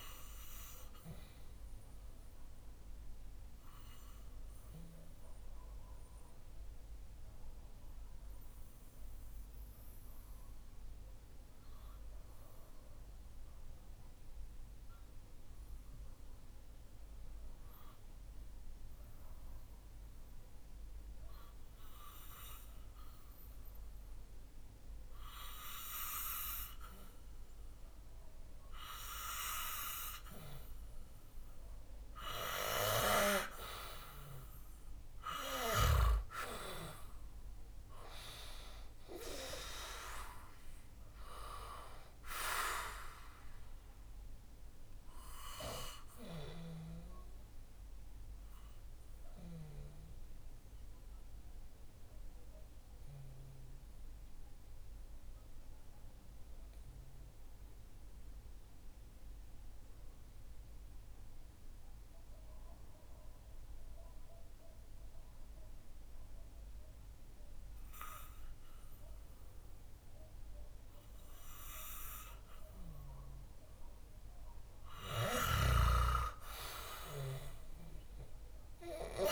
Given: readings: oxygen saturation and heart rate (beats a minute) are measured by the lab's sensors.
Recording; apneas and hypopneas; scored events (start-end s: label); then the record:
breathing in sleep by a room microphone; 2
0.00-17.00 s: oxygen desaturation (device-marked, oxygen 90% lowest, heart rate 59 extreme)
0.50-31.50 s: mixed apnea (oxygen 98% before, 90% lowest, heart rate 64 before, 59 extreme, up 6 after)
33.50-38.00 s: arousal
41.00-61.00 s: oxygen desaturation (device-marked, oxygen 95% before, 92% lowest, heart rate 64 before, 59 extreme)
46.50-73.50 s: mixed apnea (oxygen 97% before, 90% lowest, heart rate 65 before, 59 extreme, up 3 after)
74.50-79.32 s: snoring (device-marked)
75.50-78.50 s: arousal
77.00-79.32 s: oxygen desaturation (device-marked, oxygen 97% before, 90% lowest, heart rate 64 before, 59 extreme)
From the record:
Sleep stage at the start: N2 (light sleep); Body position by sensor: on the back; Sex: male